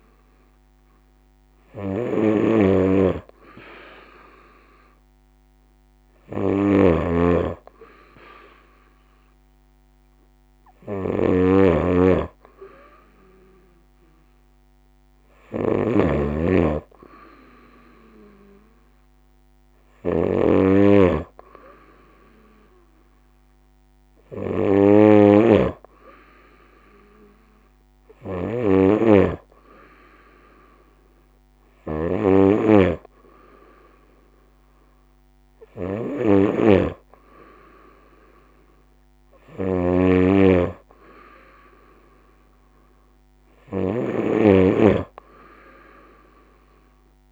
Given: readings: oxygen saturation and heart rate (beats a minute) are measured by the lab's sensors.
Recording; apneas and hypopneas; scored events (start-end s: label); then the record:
breathing in sleep by a microphone on the trachea; none
0.00-47.32 s: snoring (device-marked)
From the record:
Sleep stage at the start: N2 (light sleep); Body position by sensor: on the right side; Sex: female